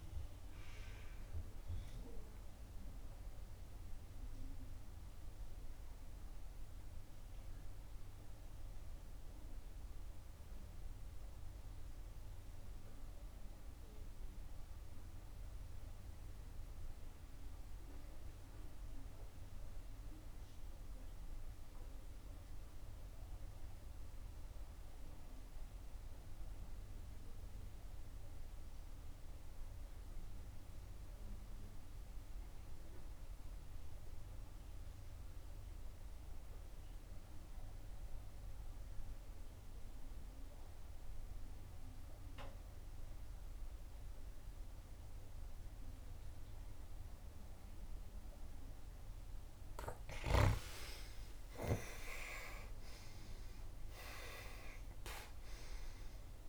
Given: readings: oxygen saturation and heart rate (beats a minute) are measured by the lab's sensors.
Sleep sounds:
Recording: breathing in sleep by a room microphone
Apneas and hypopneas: 1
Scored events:
0.00-19.50 s: oxygen desaturation (device-marked, oxygen 89% lowest, heart rate 59 extreme)
3.50-49.00 s: obstructive apnea (oxygen 97% before, 80% lowest, heart rate 69 before, 61 extreme, up 10 after)
33.50-56.49 s: oxygen desaturation (device-marked, oxygen 97% before, 80% lowest, heart rate 63 before, 62 extreme)
51.00-56.00 s: arousal
From the record:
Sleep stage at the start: N2 (light sleep)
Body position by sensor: on the back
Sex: female

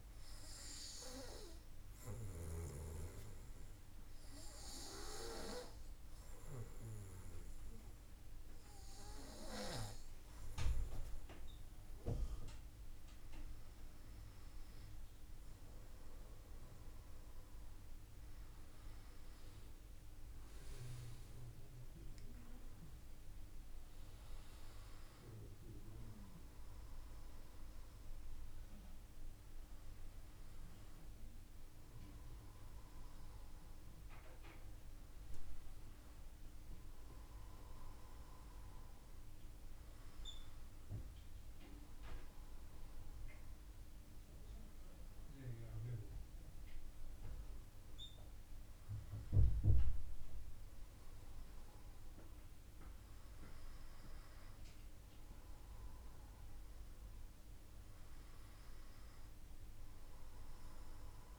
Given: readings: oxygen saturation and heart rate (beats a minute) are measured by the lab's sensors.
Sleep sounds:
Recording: breathing in sleep by a room microphone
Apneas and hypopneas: 1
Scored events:
0.50-12.00 s: obstructive apnea (oxygen 97% before, 95% lowest, heart rate 53 before, 53 extreme, up 5 after)
0.50-61.39 s: new sleep stage, N1 (lightest sleep)
15.00-19.50 s: arousal
From the record:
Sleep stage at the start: N2 (light sleep)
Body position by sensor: on the back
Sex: male

